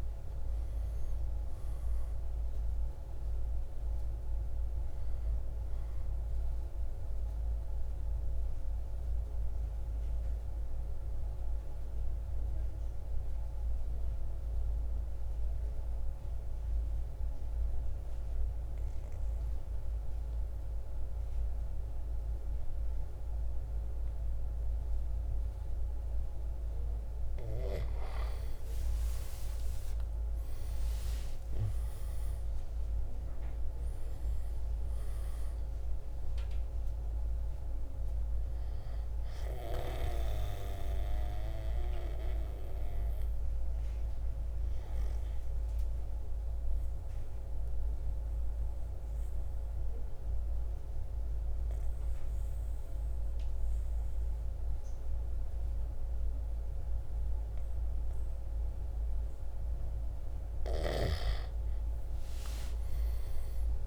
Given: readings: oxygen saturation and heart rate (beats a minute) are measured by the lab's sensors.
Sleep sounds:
breathing in sleep by a room microphone; 2
0.00-18.50 s: oxygen desaturation (device-marked, oxygen 91% lowest, heart rate 52 extreme)
6.00-26.50 s: obstructive apnea (oxygen 97% before, 88% lowest, heart rate 58 before, 52 extreme, up 16 after)
30.00-34.00 s: arousal
32.50-44.50 s: drop in pulse transit time (device-marked, heart rate 56 before, 54 extreme)
33.50-57.50 s: oxygen desaturation (device-marked, oxygen 97% before, 89% lowest, heart rate 57 before, 53 extreme)
40.00-59.00 s: obstructive apnea (oxygen 97% before, 88% lowest, heart rate 60 before, 52 extreme, up 7 after)
61.00-63.87 s: arousal
From the record:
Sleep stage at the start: N2 (light sleep); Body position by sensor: on the right side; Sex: male

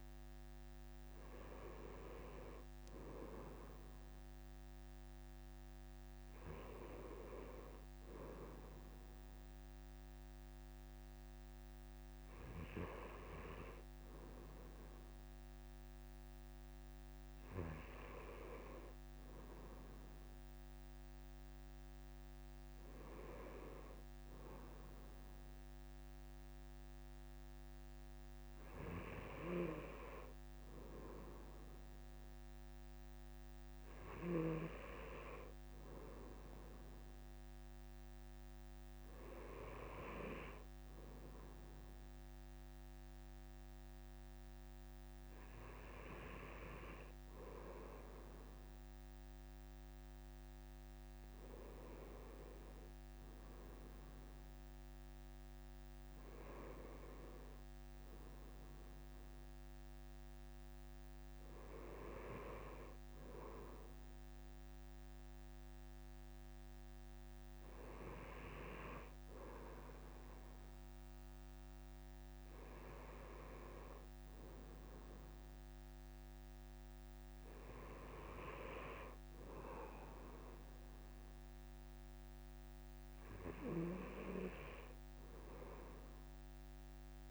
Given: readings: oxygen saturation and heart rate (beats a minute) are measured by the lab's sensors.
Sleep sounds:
breathing in sleep by a microphone on the trachea; none
26.00-29.50 s: leg movement (device-marked)
From the record:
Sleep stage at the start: N2 (light sleep); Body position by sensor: on the right side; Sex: male

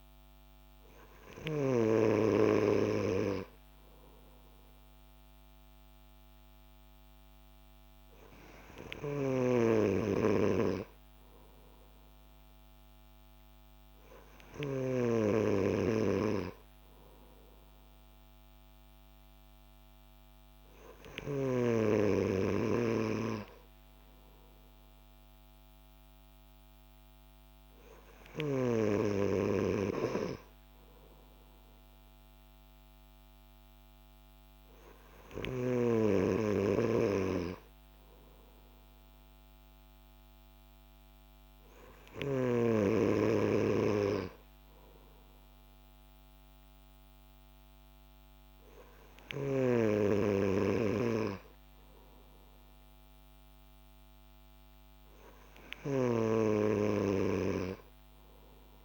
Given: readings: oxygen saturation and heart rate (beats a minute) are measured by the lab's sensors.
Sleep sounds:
breathing in sleep by a microphone on the trachea; none
none scored
From the record:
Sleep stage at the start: N3 (deep sleep); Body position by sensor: on the back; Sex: male

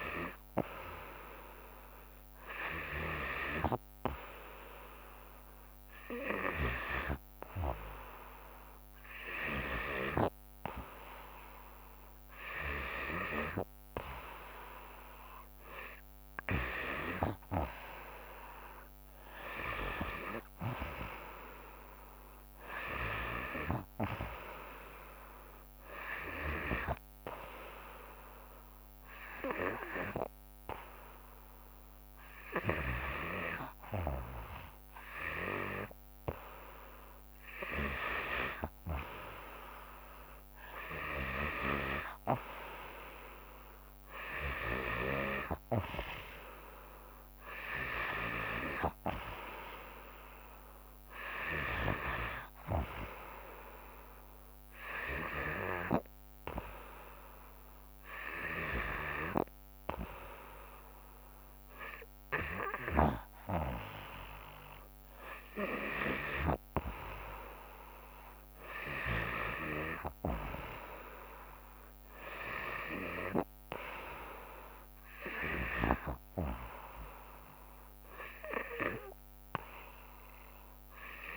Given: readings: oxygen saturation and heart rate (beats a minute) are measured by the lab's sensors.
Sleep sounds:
breathing in sleep by a microphone on the trachea; 2
6.50-10.00 s: snoring (device-marked)
22.00-24.50 s: arousal
26.50-33.00 s: snoring (device-marked)
27.00-38.50 s: hypopnea (oxygen 95% before, 93% lowest, heart rate 73 before, 54 extreme, up 12 after)
41.00-44.50 s: arousal
43.00-54.00 s: oxygen desaturation (device-marked, oxygen 96% before, 93% lowest, heart rate 67 before, 71 extreme)
54.50-65.50 s: hypopnea (oxygen 96% before, 93% lowest, heart rate 67 before, 71 extreme, up 3 after)
68.00-71.00 s: arousal
From the record:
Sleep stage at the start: N2 (light sleep); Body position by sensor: on the back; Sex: female

